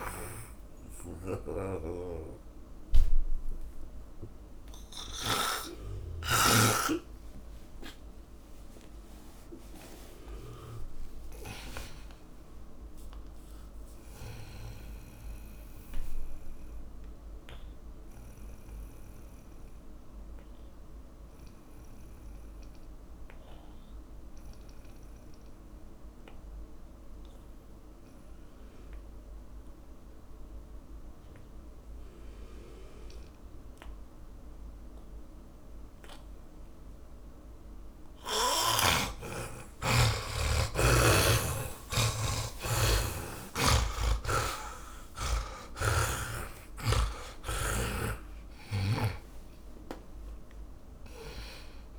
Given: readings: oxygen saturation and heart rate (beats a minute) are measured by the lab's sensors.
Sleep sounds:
breathing in sleep by a room microphone; 1
0.00-7.00 s: snoring (device-marked)
2.00-12.00 s: oxygen desaturation (device-marked, oxygen 97% before, 81% lowest, heart rate 73 before, 53 extreme)
10.00-14.50 s: arousal
17.00-39.00 s: mixed apnea (oxygen 100% before, 80% lowest, heart rate 89 before, 49 extreme, up 46 after)
32.00-51.99 s: oxygen desaturation (device-marked, oxygen 100% before, 80% lowest, heart rate 69 before, 49 extreme)
41.00-45.00 s: arousal
44.00-47.50 s: snoring (device-marked)
From the record:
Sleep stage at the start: N2 (light sleep); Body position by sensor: on the back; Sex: male

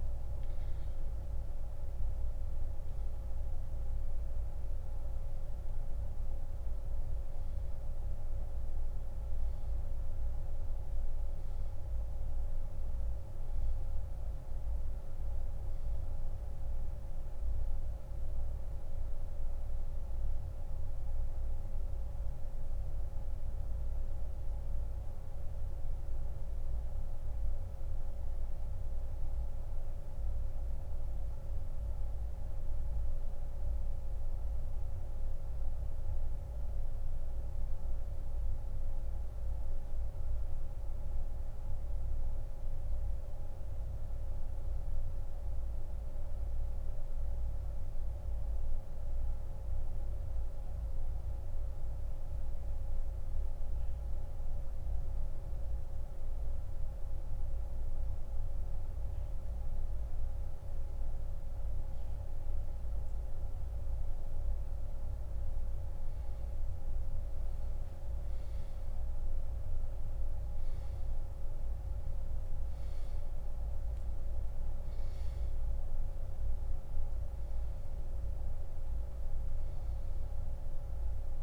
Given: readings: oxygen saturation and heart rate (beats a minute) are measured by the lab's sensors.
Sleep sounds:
breathing in sleep, hard to hear, by a room microphone; 1
21.00-55.00 s: oxygen desaturation (device-marked, oxygen 95% before, 90% lowest)
38.00-57.00 s: mixed apnea (oxygen 95% before, 89% lowest, heart rate 36 before, 36 extreme, up 42 after)
59.00-63.00 s: arousal
64.00-73.00 s: oxygen desaturation (device-marked, oxygen 96% before, 93% lowest, heart rate 56 before, 30 extreme)
75.00-81.43 s: oxygen desaturation (device-marked, oxygen 95% before, 89% lowest)
From the record:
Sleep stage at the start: N2 (light sleep); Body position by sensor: on the back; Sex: male

